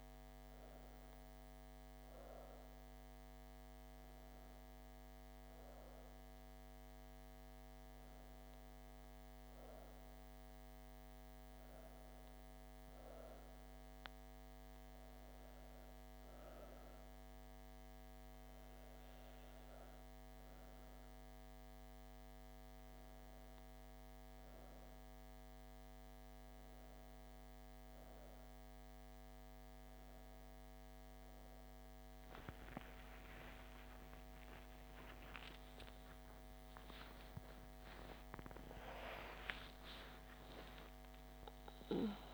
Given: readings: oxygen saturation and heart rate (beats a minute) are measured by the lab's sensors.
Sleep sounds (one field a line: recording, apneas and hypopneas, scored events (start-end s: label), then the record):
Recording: a person partly awake in a sleep study, by a microphone on the trachea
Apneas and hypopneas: none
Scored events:
28.50-42.34 s: new sleep stage, awake
From the record:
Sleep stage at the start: N2 (light sleep)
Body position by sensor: on the back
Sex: female